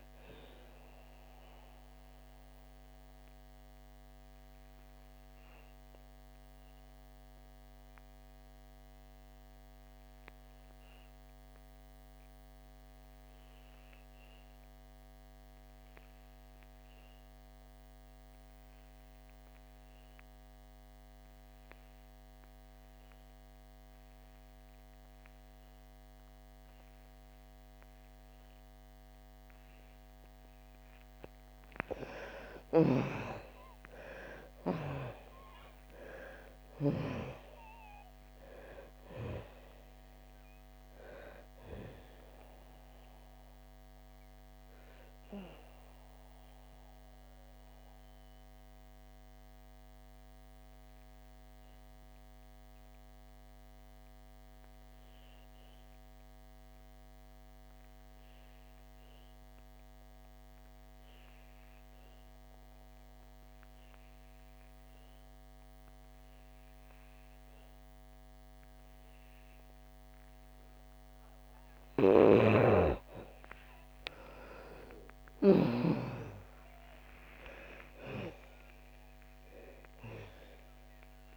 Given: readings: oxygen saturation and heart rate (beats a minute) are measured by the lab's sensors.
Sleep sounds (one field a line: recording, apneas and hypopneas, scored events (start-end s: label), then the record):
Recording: breathing in sleep by a microphone on the trachea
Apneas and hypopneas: 2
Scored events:
0.00-17.50 s: oxygen desaturation (device-marked, oxygen 75% lowest, heart rate 57 extreme)
1.00-30.50 s: obstructive apnea (oxygen 98% before, 75% lowest, heart rate 68 before, 57 extreme, up 19 after)
24.50-58.50 s: oxygen desaturation (device-marked, oxygen 98% before, 76% lowest, heart rate 60 before, 57 extreme)
32.00-36.50 s: arousal
43.00-72.50 s: obstructive apnea (oxygen 98% before, 76% lowest, heart rate 69 before, 54 extreme, up 43 after)
63.50-81.37 s: oxygen desaturation (device-marked, oxygen 98% before, 79% lowest, heart rate 62 before, 54 extreme)
72.00-75.50 s: snoring (device-marked)
73.50-77.50 s: arousal
From the record:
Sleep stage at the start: N2 (light sleep)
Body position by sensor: on the back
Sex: female